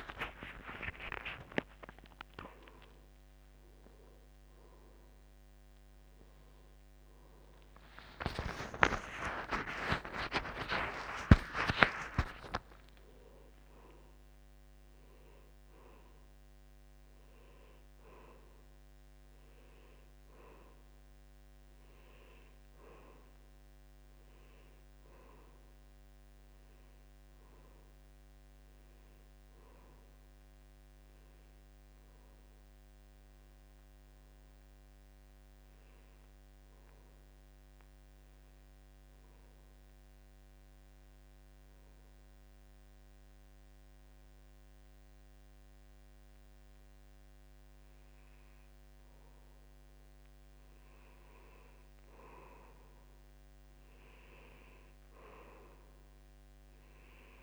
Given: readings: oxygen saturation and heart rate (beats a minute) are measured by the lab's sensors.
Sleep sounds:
breathing in sleep by a microphone on the trachea; 1
0.00-12.50 s: oxygen desaturation (device-marked, oxygen 86% lowest, heart rate 73 extreme)
8.50-12.50 s: arousal
12.00-14.00 s: long interval between heartbeats (device-marked, heart rate 78 before, 100 extreme)
20.50-57.43 s: new sleep stage, N2 (light sleep)
40.50-51.00 s: obstructive apnea (oxygen 95% before, 89% lowest, heart rate 75 before, 75 extreme, up 4 after)
45.50-57.43 s: oxygen desaturation (device-marked, oxygen 94% before, 89% lowest, heart rate 75 before, 75 extreme)
54.00-57.43 s: arousal
From the record:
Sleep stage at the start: N1 (lightest sleep); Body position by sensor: on the back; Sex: male

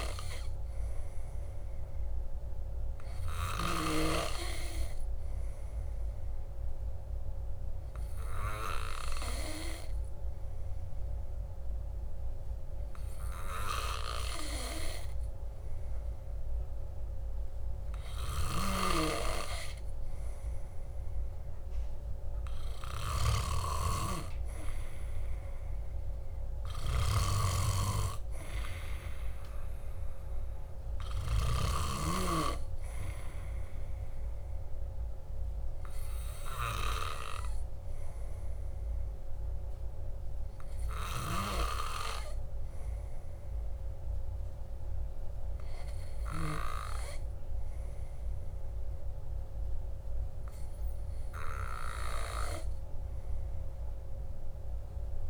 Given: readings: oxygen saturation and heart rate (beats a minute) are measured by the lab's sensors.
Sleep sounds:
breathing in sleep by a room microphone; 1
7.50-18.50 s: hypopnea (oxygen 98% before, 96% lowest, heart rate 56 before, 54 extreme, up 1 after)
20.00-23.00 s: arousal
From the record:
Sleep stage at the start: N2 (light sleep); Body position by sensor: on the back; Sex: male

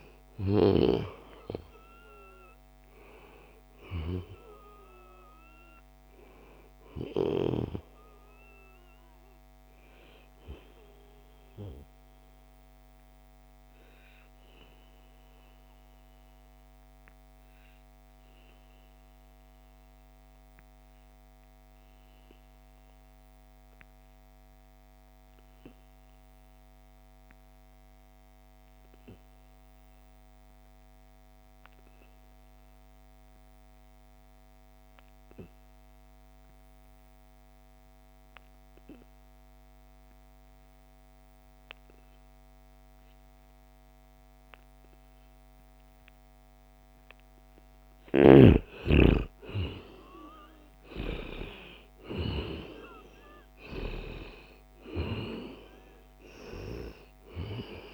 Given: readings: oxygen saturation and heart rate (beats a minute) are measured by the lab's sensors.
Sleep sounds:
breathing in sleep by a microphone on the trachea; 1
0.00-19.00 s: oxygen desaturation (device-marked, oxygen 88% lowest, heart rate 66 extreme)
12.50-47.00 s: obstructive apnea (oxygen 96% before, 86% lowest, heart rate 78 before, 66 extreme, up 8 after)
41.00-57.93 s: oxygen desaturation (device-marked, oxygen 97% before, 86% lowest, heart rate 68 before, 62 extreme)
48.50-53.50 s: arousal
From the record:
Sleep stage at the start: N2 (light sleep); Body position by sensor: on the back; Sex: male

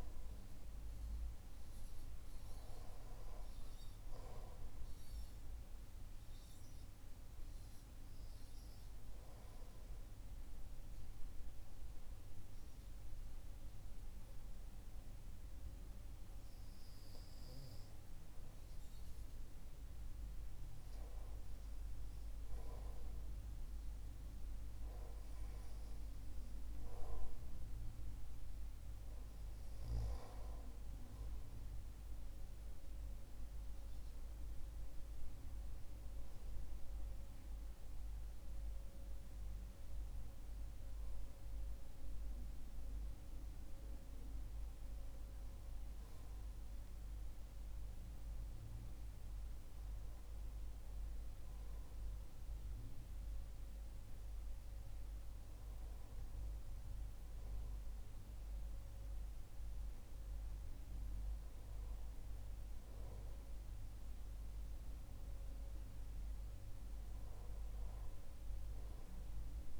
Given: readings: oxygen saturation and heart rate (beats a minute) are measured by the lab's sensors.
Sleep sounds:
breathing in sleep, hard to hear, by a room microphone; 1
4.00-19.50 s: hypopnea (oxygen 95% before, 93% lowest)
21.50-25.00 s: arousal
From the record:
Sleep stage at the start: REM sleep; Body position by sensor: on the right side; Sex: male

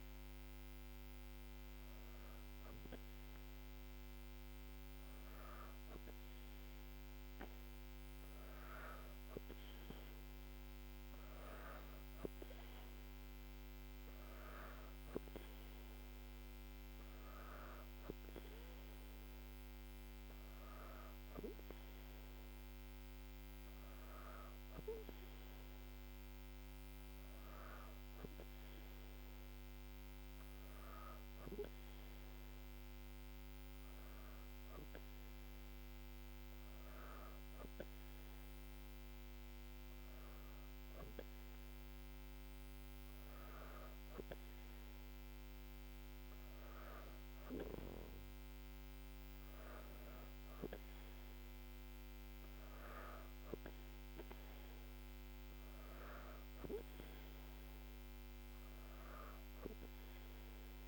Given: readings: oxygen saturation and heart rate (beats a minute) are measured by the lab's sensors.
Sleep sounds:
breathing in sleep by a microphone on the trachea; none
none scored
From the record:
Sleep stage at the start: N2 (light sleep); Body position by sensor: on the back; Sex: female

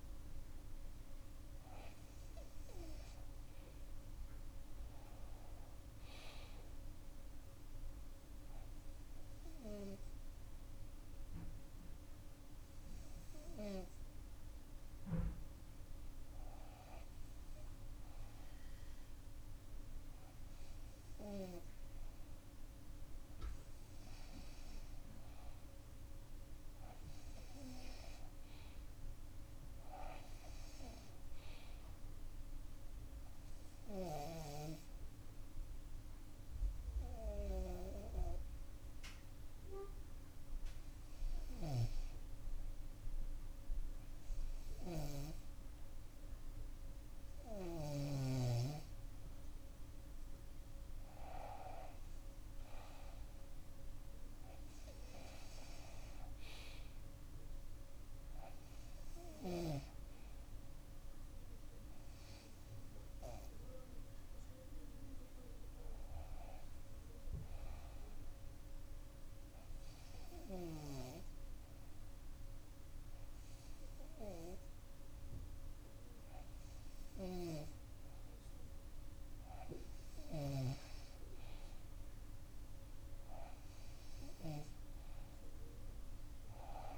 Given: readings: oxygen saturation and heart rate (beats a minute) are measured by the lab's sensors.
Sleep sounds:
breathing in sleep by a room microphone; 3
0.50-4.00 s: arousal
7.50-18.50 s: obstructive apnea (oxygen 96% before, 93% lowest, heart rate 67 before, 62 extreme, up 6 after)
21.00-24.00 s: arousal
34.00-48.00 s: obstructive apnea (oxygen 97% before, 93% lowest, heart rate 66 before, 61 extreme, up 7 after)
50.50-53.50 s: arousal
67.00-78.00 s: obstructive apnea (oxygen 96% before, 93% lowest, heart rate 67 before, 58 extreme, up 7 after)
80.50-84.00 s: arousal
From the record:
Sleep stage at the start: REM sleep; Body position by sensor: on the back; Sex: female

